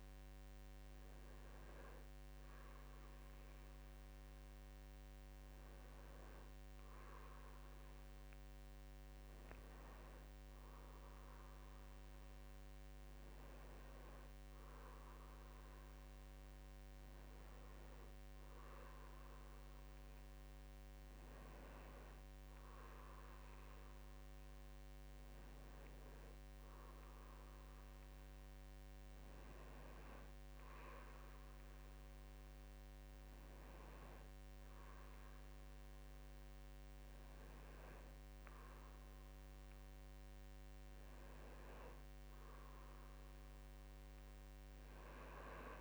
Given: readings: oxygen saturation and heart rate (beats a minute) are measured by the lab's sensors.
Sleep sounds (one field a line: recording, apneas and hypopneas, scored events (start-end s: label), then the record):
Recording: breathing in sleep, hard to hear, by a microphone on the trachea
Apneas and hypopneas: none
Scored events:
none scored
From the record:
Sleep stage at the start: N2 (light sleep)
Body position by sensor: on the back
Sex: male